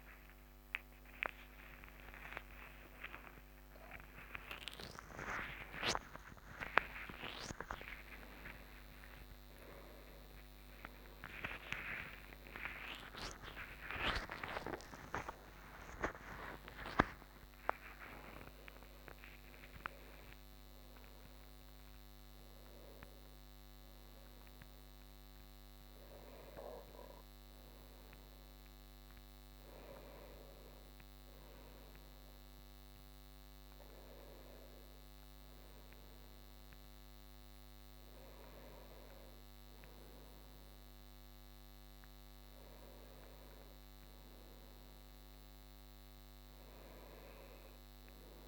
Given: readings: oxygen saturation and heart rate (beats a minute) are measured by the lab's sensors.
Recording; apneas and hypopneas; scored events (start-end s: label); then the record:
a person partly awake in a sleep study, by a microphone on the trachea; none
4.50-11.50 s: oxygen desaturation (device-marked, oxygen 95% before, 90% lowest)
22.50-48.48 s: new sleep stage, N1 (lightest sleep)
From the record:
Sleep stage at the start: awake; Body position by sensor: on the right side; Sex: male